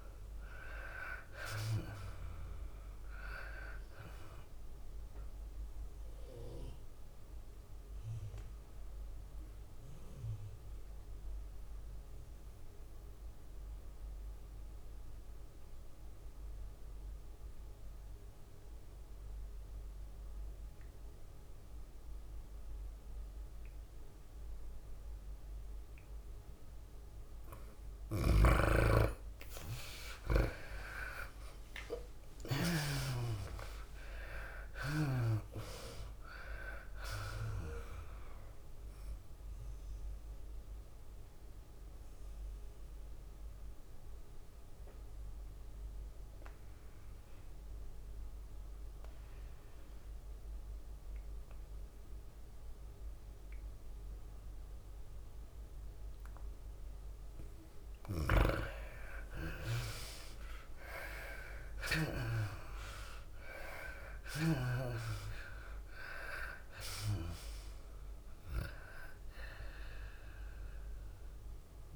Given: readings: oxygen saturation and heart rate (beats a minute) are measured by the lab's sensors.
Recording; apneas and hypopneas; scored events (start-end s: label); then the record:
breathing in sleep by a room microphone; 2
0.00-11.00 s: tachycardia (device-marked, heart rate 109 extreme)
0.00-14.00 s: drop in pulse transit time (device-marked, heart rate 104 before, 101 extreme)
1.00-16.00 s: oxygen desaturation (device-marked, oxygen 98% before, 87% lowest, heart rate 104 before, 94 extreme)
7.00-28.00 s: mixed apnea (oxygen 98% before, 83% lowest, heart rate 104 before, 94 extreme, up 8 after)
23.00-56.00 s: oxygen desaturation (device-marked, oxygen 97% before, 83% lowest, heart rate 101 before, 94 extreme)
30.50-33.50 s: arousal
32.00-47.00 s: tachycardia (device-marked, heart rate 104 before, 105 extreme)
34.00-47.00 s: drop in pulse transit time (device-marked, heart rate 96 before, 100 extreme)
40.50-58.50 s: mixed apnea (oxygen 97% before, 83% lowest, heart rate 98 before, 97 extreme, up 6 after)
60.00-71.96 s: tachycardia (device-marked, heart rate 104 before, 105 extreme)
61.50-64.50 s: arousal
65.00-71.96 s: oxygen desaturation (device-marked, oxygen 99% before, 86% lowest, heart rate 100 before, 93 extreme)
From the record:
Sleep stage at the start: N2 (light sleep); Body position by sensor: on the back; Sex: female